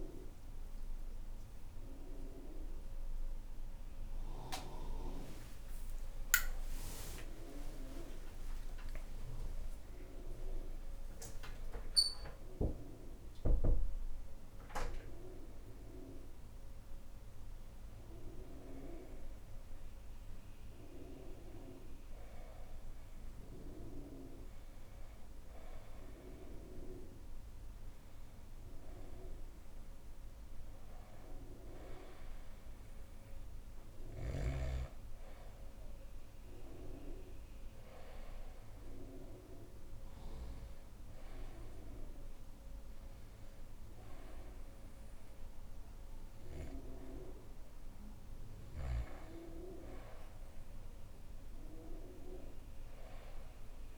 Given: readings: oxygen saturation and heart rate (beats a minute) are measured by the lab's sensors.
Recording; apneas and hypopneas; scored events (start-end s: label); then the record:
a person partly awake in a sleep study, by a room microphone; none
16.00-53.98 s: new sleep stage, N1 (lightest sleep)
From the record:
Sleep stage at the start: awake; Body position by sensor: on the back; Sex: female